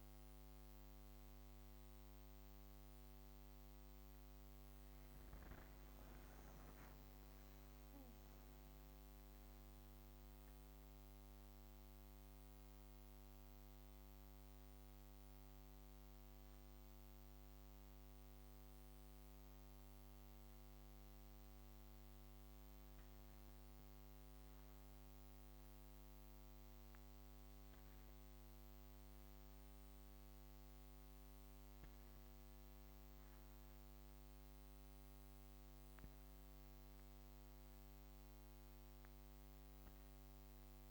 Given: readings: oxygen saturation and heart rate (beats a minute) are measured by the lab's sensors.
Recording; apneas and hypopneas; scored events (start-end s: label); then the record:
breathing in sleep, hard to hear, by a microphone on the trachea; none
none scored
From the record:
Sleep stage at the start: N2 (light sleep); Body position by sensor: on the back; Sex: female